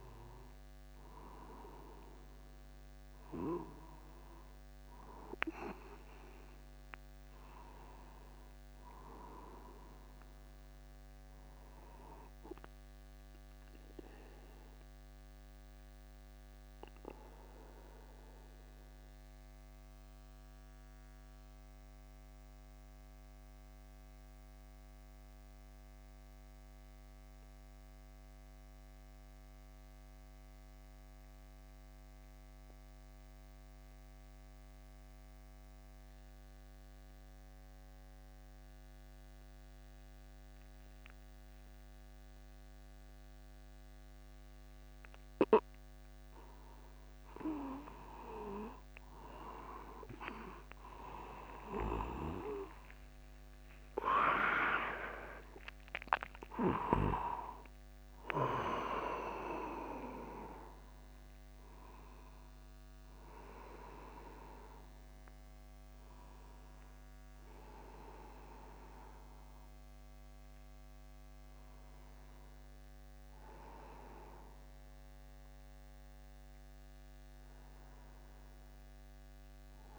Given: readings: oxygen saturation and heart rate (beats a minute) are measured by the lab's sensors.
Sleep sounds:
breathing in sleep by a microphone on the trachea; 1
15.00-45.00 s: obstructive apnea (oxygen 96% before, 92% lowest, heart rate 50 before, 49 extreme, up 1 after)
51.00-57.50 s: arousal
54.00-56.00 s: long interval between heartbeats (device-marked, heart rate 50 before, 57 extreme)
57.50-59.50 s: long interval between heartbeats (device-marked, heart rate 52 before, 77 extreme)
From the record:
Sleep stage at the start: N2 (light sleep); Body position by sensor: upright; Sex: male

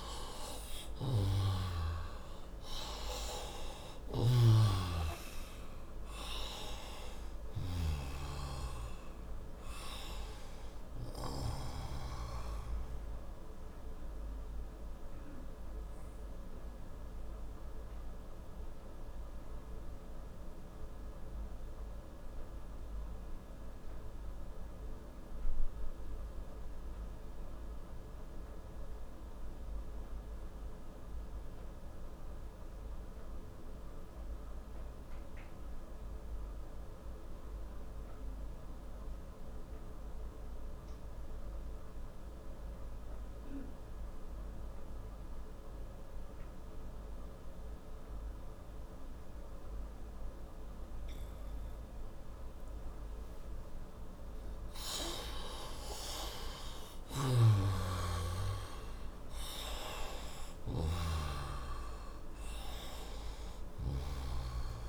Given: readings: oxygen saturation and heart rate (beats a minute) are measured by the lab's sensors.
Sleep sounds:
breathing in sleep by a room microphone; 1
0.00-4.00 s: arousal
3.50-7.50 s: snoring (device-marked)
12.50-29.50 s: oxygen desaturation (device-marked, oxygen 94% before, 87% lowest, heart rate 61 before, 57 extreme)
14.00-51.50 s: mixed apnea (oxygen 97% before, 86% lowest)
49.50-64.89 s: oxygen desaturation (device-marked, oxygen 97% before, 86% lowest)
54.00-58.50 s: arousal
56.50-60.50 s: snoring (device-marked)
From the record:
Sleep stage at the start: N2 (light sleep); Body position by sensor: on the right side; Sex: male

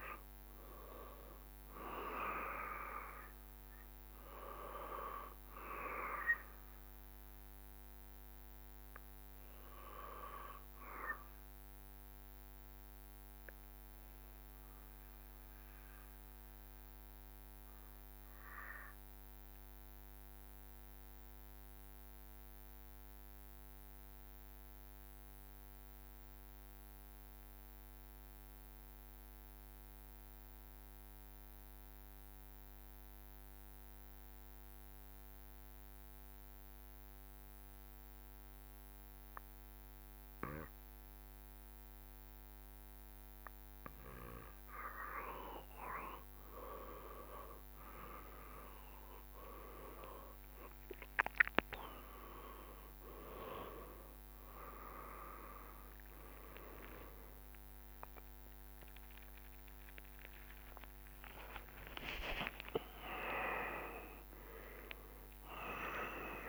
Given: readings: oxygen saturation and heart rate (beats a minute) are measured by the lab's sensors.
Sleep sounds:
breathing in sleep by a microphone on the trachea; 1
13.00-45.50 s: obstructive apnea (oxygen 98% before, 93% lowest, heart rate 71 before, 66 extreme, up 12 after)
51.50-66.49 s: new sleep stage, N1 (lightest sleep)
54.50-66.49 s: drop in pulse transit time (device-marked, heart rate 71 before, 82 extreme)
57.00-61.50 s: arousal
59.50-65.50 s: tachycardia (device-marked, heart rate 73 before, 104 extreme)
61.00-63.00 s: long interval between heartbeats (device-marked, heart rate 76 before, 88 extreme)
From the record:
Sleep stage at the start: N2 (light sleep); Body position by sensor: on the back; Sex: male

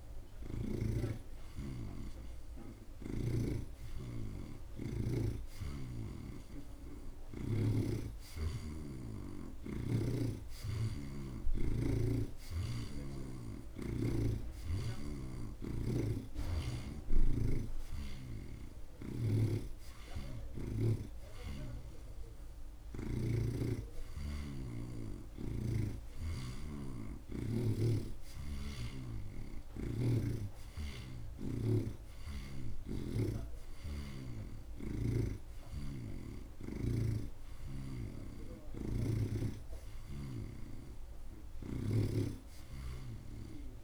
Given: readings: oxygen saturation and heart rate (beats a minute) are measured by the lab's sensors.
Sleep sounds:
breathing in sleep by a room microphone; none
17.00-29.00 s: oxygen desaturation (device-marked, oxygen 84% before, 80% lowest)
28.00-37.50 s: snoring (device-marked)
42.00-43.84 s: snoring (device-marked)
From the record:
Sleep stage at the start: N2 (light sleep); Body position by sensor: on the right side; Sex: male

